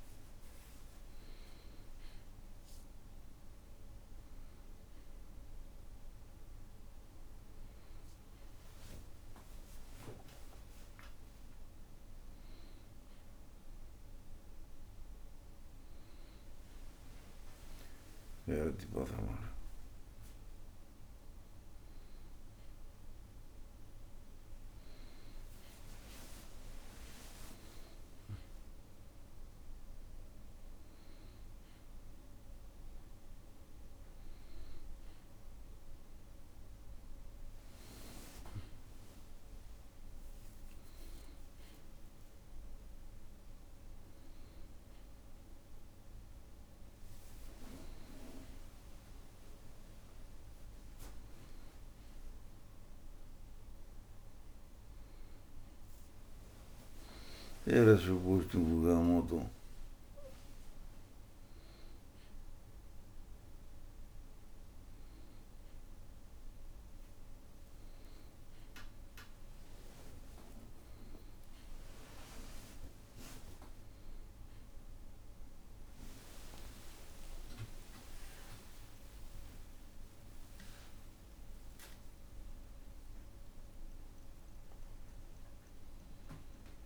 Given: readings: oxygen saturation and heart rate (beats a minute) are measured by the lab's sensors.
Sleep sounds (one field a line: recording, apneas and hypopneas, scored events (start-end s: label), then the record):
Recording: breathing in sleep by a room microphone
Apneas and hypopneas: none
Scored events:
69.50-86.86 s: new sleep stage, awake
77.50-79.50 s: long interval between heartbeats (device-marked, heart rate 67 before, 93 extreme)
77.50-81.50 s: tachycardia (device-marked, heart rate 62 before, 102 extreme)
80.50-82.50 s: long interval between heartbeats (device-marked, heart rate 71 before, 102 extreme)
82.50-84.50 s: long interval between heartbeats (device-marked, heart rate 75 before, 106 extreme)
From the record:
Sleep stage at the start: N1 (lightest sleep)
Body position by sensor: on the back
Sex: male